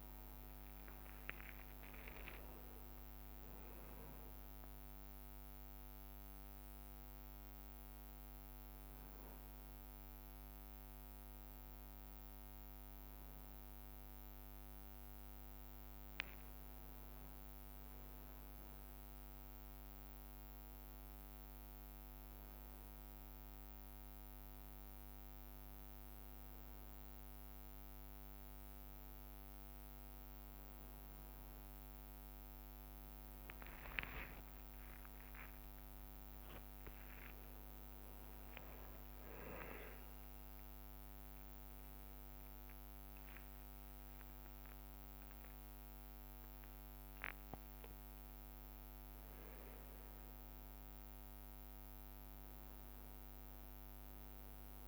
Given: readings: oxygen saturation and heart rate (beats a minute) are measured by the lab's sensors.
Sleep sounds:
a person awake in a sleep study, hard to hear, by a microphone on the trachea; none
1.00-5.50 s: leg movement (device-marked)
2.00-4.00 s: long interval between heartbeats (device-marked, heart rate 68 before, 73 extreme)
7.00-11.50 s: leg movement (device-marked)
13.00-17.50 s: leg movement (device-marked)
18.50-23.00 s: leg movement (device-marked)
24.00-28.50 s: leg movement (device-marked)
29.00-33.00 s: leg movement (device-marked)
34.00-40.00 s: leg movement (device-marked)
36.50-52.50 s: drop in pulse transit time (device-marked, heart rate 65 before, 64 extreme)
37.00-39.00 s: long interval between heartbeats (device-marked, heart rate 65 before, 71 extreme)
43.50-45.50 s: leg movement (device-marked)
46.50-49.00 s: leg movement (device-marked)
50.50-52.50 s: leg movement (device-marked)
From the record:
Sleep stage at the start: awake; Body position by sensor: on the back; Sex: male

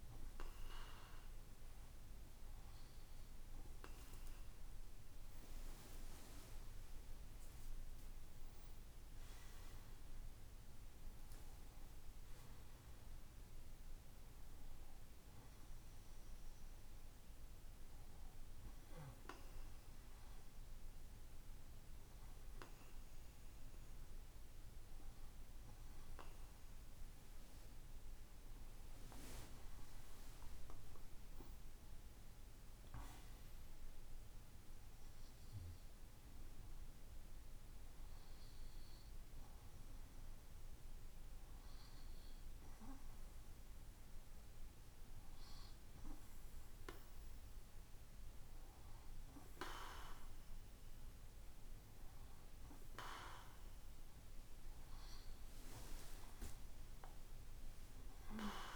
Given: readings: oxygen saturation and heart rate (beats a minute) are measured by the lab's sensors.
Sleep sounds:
breathing in sleep by a room microphone; none
none scored
From the record:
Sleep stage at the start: N2 (light sleep); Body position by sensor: on the right side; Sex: male

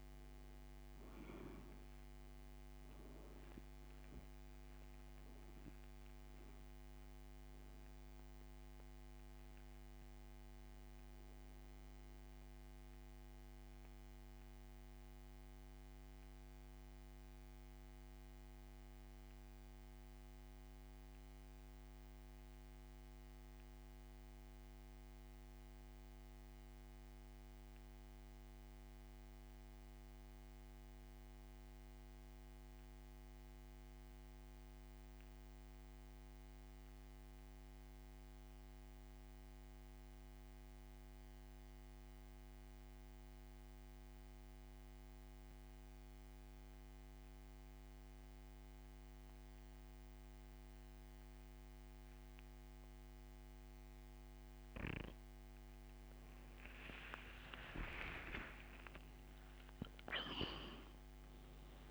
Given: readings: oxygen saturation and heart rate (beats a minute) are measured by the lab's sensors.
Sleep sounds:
breathing in sleep by a microphone on the trachea; 1
0.00-44.50 s: oxygen desaturation (device-marked, oxygen 86% lowest, heart rate 66 extreme)
12.00-54.50 s: mixed apnea (oxygen 97% before, 86% lowest, heart rate 87 before, 66 extreme, up 20 after)
56.50-61.91 s: oxygen desaturation (device-marked, oxygen 97% before, 93% lowest, heart rate 76 before, 65 extreme)
57.50-61.91 s: arousal
From the record:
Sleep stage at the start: N2 (light sleep); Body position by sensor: on the back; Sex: male

